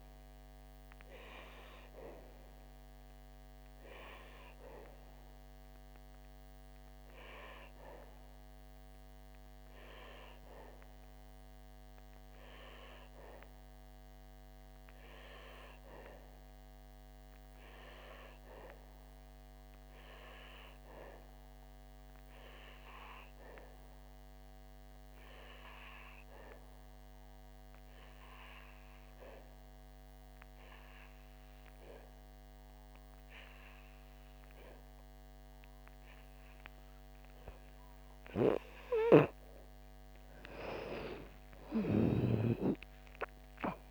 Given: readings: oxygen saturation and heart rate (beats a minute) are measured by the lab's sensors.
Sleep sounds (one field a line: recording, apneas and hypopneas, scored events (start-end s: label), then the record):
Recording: breathing in sleep by a microphone on the trachea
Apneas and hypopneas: 1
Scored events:
0.50-38.50 s: obstructive apnea (oxygen 98% before, 88% lowest, heart rate 68 before, 55 extreme, up 7 after)
30.50-43.90 s: oxygen desaturation (device-marked, oxygen 97% before, 88% lowest, heart rate 61 before, 55 extreme)
42.00-43.90 s: arousal
From the record:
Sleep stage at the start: N2 (light sleep)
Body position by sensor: on the back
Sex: female